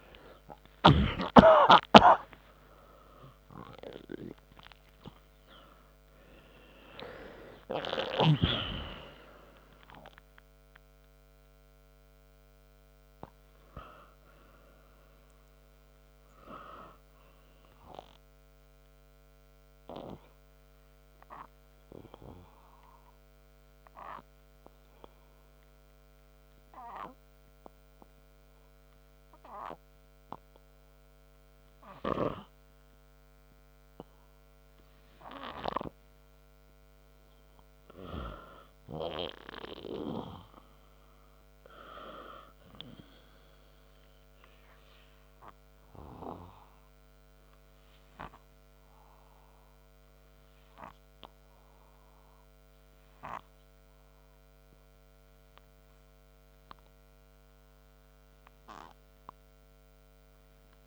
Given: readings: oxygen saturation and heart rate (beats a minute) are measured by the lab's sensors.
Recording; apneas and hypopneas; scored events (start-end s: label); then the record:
breathing in sleep by a microphone on the trachea; none
1.00-60.87 s: new sleep stage, N2 (light sleep)
1.50-5.50 s: arousal
32.00-43.00 s: oxygen desaturation (device-marked, oxygen 98% before, 95% lowest, heart rate 79 before, 71 extreme)
From the record:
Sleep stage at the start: N3 (deep sleep); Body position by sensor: on the back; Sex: male